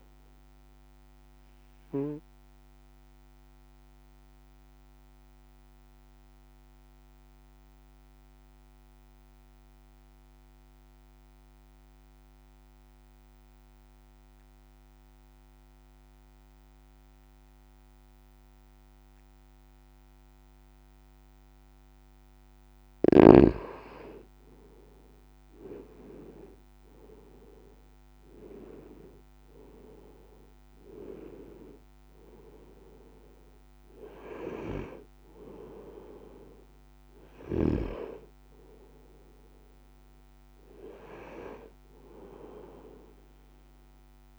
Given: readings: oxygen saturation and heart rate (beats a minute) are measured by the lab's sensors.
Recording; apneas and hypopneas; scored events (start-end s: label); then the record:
breathing in sleep by a microphone on the trachea; 1
0.50-22.50 s: obstructive apnea (oxygen 95% before, 90% lowest, heart rate 58 before, 53 extreme, up 7 after)
21.50-44.39 s: oxygen desaturation (device-marked, oxygen 96% before, 90% lowest, heart rate 54 before, 53 extreme)
25.00-28.50 s: arousal
From the record:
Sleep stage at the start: N2 (light sleep); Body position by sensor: on the right side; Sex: male